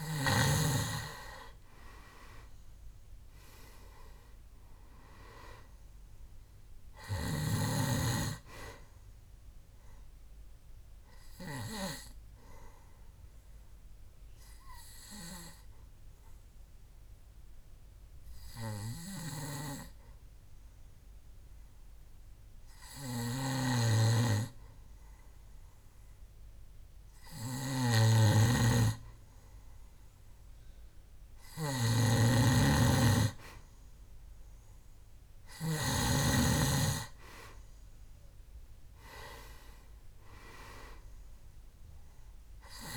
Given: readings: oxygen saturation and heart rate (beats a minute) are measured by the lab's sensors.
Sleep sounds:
breathing in sleep by a room microphone; 1
0.00-1.00 s: snoring (device-marked)
0.00-3.00 s: arousal
0.00-17.50 s: oxygen desaturation (device-marked, oxygen 92% lowest, heart rate 67 extreme)
12.00-27.50 s: obstructive apnea (oxygen 98% before, 92% lowest, heart rate 70 before, 67 extreme, up 2 after)
23.50-36.50 s: snoring (device-marked)
29.50-33.00 s: arousal
35.50-42.97 s: oxygen desaturation (device-marked, oxygen 98% before, 92% lowest, heart rate 68 before, 63 extreme)
From the record:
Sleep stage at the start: N2 (light sleep); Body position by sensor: on the back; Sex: male

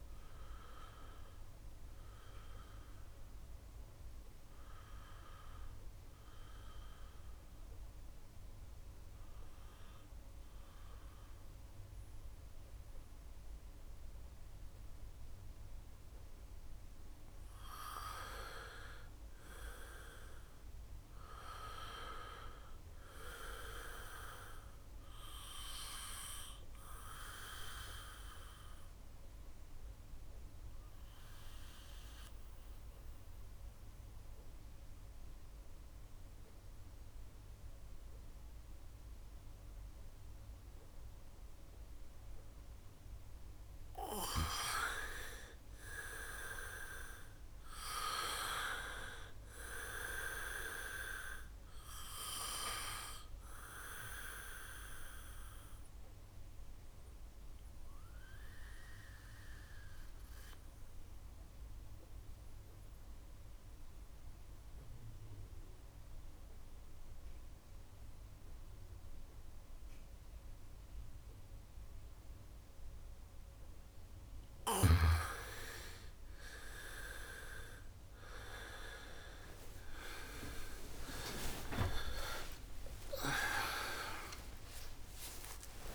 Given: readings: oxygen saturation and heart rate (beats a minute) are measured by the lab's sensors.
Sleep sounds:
breathing in sleep by a room microphone; 3
5.50-16.00 s: central apnea (oxygen 99% before, 87% lowest, heart rate 70 before, 66 extreme, up 3 after)
16.00-76.00 s: new sleep stage, N2 (light sleep)
18.50-24.00 s: arousal
24.00-40.00 s: oxygen desaturation (device-marked, oxygen 92% before, 88% lowest, heart rate 70 before, 64 extreme)
28.00-43.00 s: central apnea (oxygen 94% before, 86% lowest, heart rate 70 before, 64 extreme, up 3 after)
47.00-52.00 s: arousal
48.00-68.00 s: oxygen desaturation (device-marked, oxygen 97% before, 87% lowest, heart rate 68 before, 64 extreme)
55.50-73.50 s: central apnea (oxygen 97% before, 86% lowest, heart rate 69 before, 64 extreme, up 34 after)
76.00-85.95 s: new sleep stage, N1 (lightest sleep)
79.00-85.95 s: oxygen desaturation (device-marked, oxygen 98% before, 89% lowest, heart rate 70 before, 67 extreme)
81.50-85.95 s: arousal
83.50-85.50 s: long interval between heartbeats (device-marked, heart rate 76 before, 135 extreme)
From the record:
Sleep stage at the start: N1 (lightest sleep); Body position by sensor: on the back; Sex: male

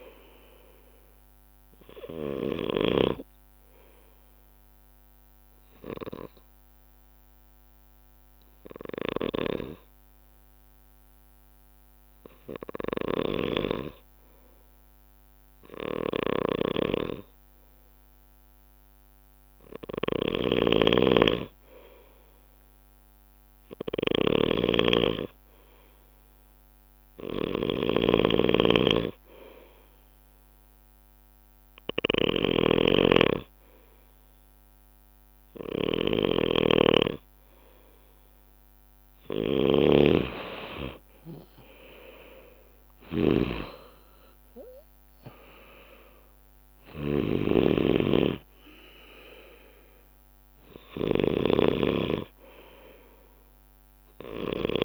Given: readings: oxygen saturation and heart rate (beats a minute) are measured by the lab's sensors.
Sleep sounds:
breathing in sleep by a microphone on the trachea; 1
0.00-3.00 s: snoring (device-marked)
3.50-13.50 s: obstructive apnea (oxygen 97% before, 94% lowest)
9.00-54.85 s: snoring (device-marked)
18.00-22.00 s: arousal
42.50-47.00 s: arousal
52.50-54.85 s: bradycardia (device-marked)
From the record:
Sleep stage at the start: N2 (light sleep); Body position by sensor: on the left side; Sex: male

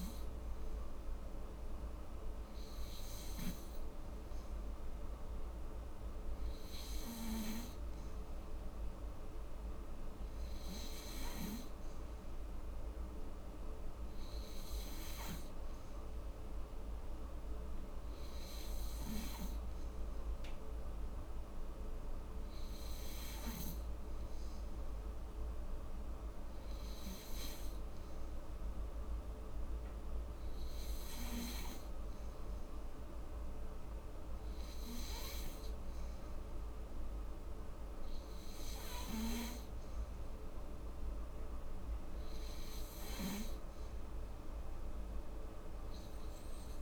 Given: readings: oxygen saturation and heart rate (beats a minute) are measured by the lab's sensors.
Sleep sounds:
breathing in sleep, hard to hear, by a room microphone; none
none scored
From the record:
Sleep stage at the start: N3 (deep sleep); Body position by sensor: on the back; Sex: female

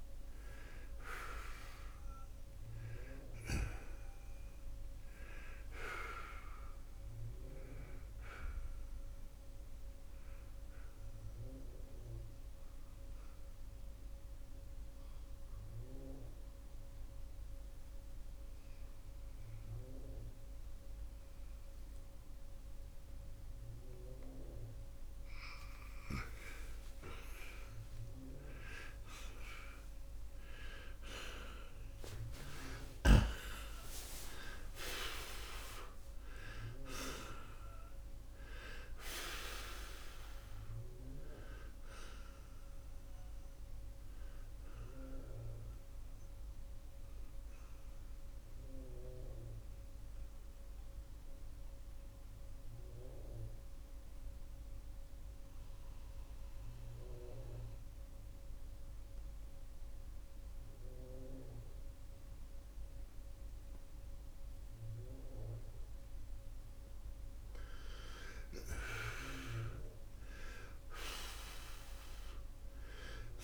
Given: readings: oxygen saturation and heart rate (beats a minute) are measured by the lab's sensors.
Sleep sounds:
breathing in sleep by a room microphone; 2
0.00-8.00 s: oxygen desaturation (device-marked, oxygen 83% lowest, heart rate 81 extreme)
8.50-25.50 s: obstructive apnea (oxygen 94% before, 82% lowest, heart rate 82 before, 74 extreme, up 23 after)
16.00-35.00 s: oxygen desaturation (device-marked, oxygen 95% before, 86% lowest, heart rate 86 before, 69 extreme)
27.50-32.50 s: arousal
41.00-73.44 s: new sleep stage, N2 (light sleep)
46.50-67.00 s: mixed apnea (oxygen 93% before, 82% lowest, heart rate 95 before, 63 extreme, up 19 after)
53.00-73.00 s: oxygen desaturation (device-marked, oxygen 90% before, 82% lowest, heart rate 90 before, 63 extreme)
69.50-73.44 s: arousal
From the record:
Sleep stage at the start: N1 (lightest sleep); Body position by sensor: on the right side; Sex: male

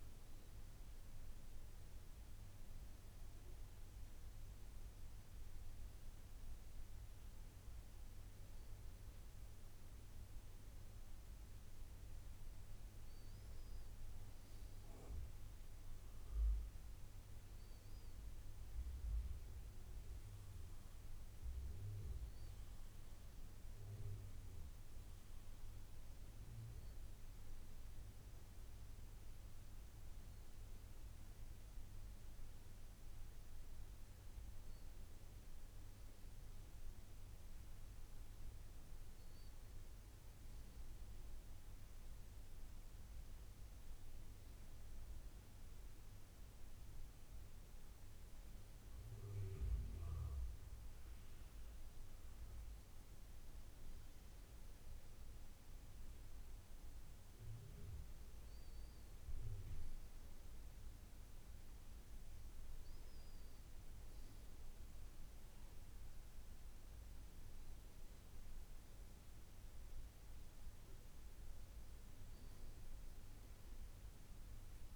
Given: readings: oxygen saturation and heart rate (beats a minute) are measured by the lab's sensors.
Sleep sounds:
breathing in sleep, hard to hear, by a room microphone; none
54.50-74.96 s: new sleep stage, N2 (light sleep)
From the record:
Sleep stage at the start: N1 (lightest sleep); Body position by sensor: on the right side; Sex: male

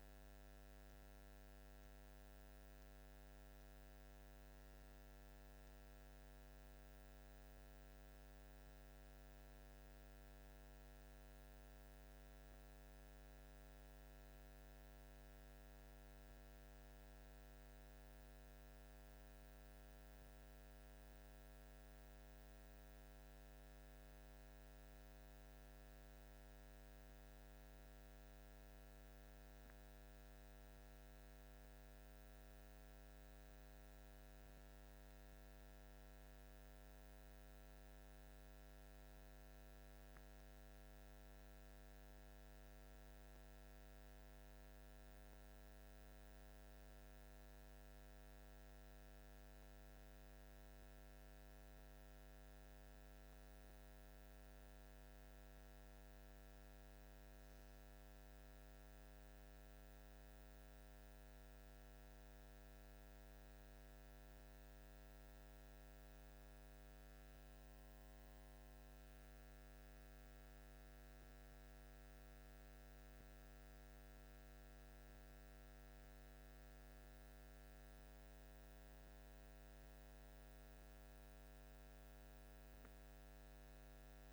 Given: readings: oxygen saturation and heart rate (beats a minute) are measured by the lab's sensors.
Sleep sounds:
a person awake in a sleep study, hard to hear, by a microphone on the trachea; none
none scored
From the record:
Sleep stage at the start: awake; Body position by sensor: on the back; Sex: male

